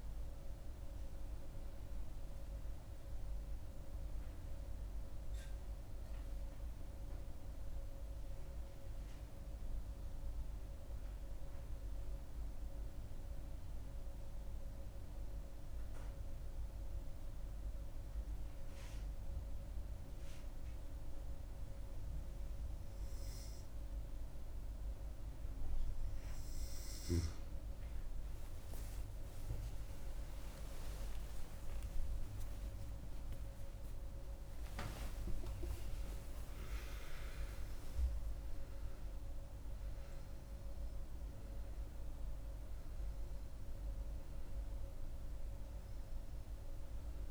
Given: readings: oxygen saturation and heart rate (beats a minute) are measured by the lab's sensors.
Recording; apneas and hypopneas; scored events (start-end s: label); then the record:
breathing in sleep, hard to hear, by a room microphone; 1
0.00-5.50 s: oxygen desaturation (device-marked, oxygen 89% lowest, heart rate 69 extreme)
8.50-24.50 s: hypopnea (oxygen 96% before, 89% lowest, heart rate 79 before, 69 extreme, up 38 after)
28.50-47.31 s: oxygen desaturation (device-marked, oxygen 96% before, 89% lowest, heart rate 71 before, 67 extreme)
29.50-35.00 s: arousal
From the record:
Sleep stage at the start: N2 (light sleep); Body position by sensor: on the back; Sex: female